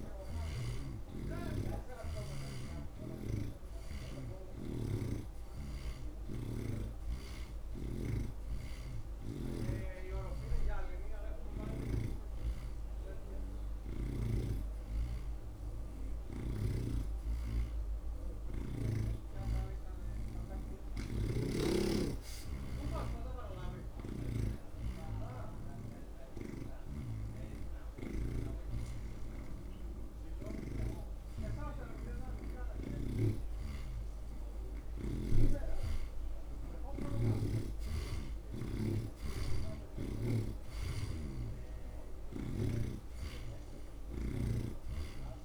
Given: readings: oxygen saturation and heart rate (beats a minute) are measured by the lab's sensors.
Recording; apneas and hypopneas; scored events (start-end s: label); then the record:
breathing in sleep by a room microphone; none
7.50-14.50 s: snoring (device-marked)
17.00-45.44 s: new sleep stage, N3 (deep sleep)
26.50-31.00 s: snoring (device-marked)
38.00-45.00 s: snoring (device-marked)
From the record:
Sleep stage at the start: N2 (light sleep); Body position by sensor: on the right side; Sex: male